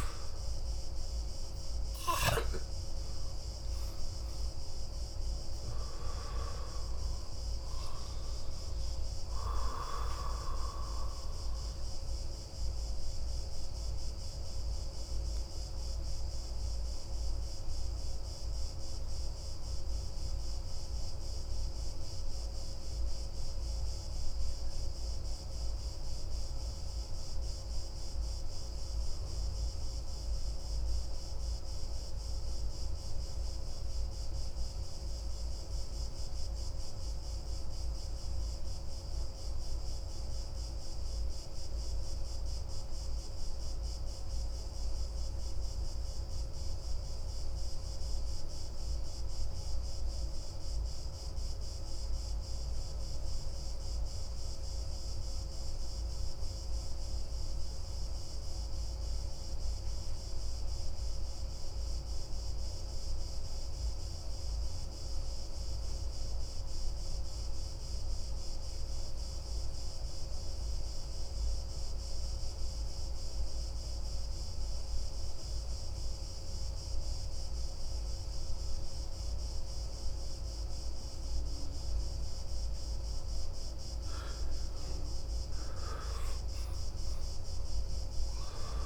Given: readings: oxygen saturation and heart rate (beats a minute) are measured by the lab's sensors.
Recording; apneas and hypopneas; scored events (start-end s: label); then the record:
breathing in sleep, hard to hear, by a room microphone; 1
0.00-8.50 s: oxygen desaturation (device-marked, oxygen 92% lowest)
11.00-83.50 s: obstructive apnea (oxygen 97% before, 86% lowest)
20.50-37.50 s: oxygen desaturation (device-marked, oxygen 93% before, 88% lowest)
65.50-88.86 s: oxygen desaturation (device-marked, oxygen 97% before, 88% lowest)
86.00-88.86 s: arousal
From the record:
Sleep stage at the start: N2 (light sleep); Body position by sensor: on the back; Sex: male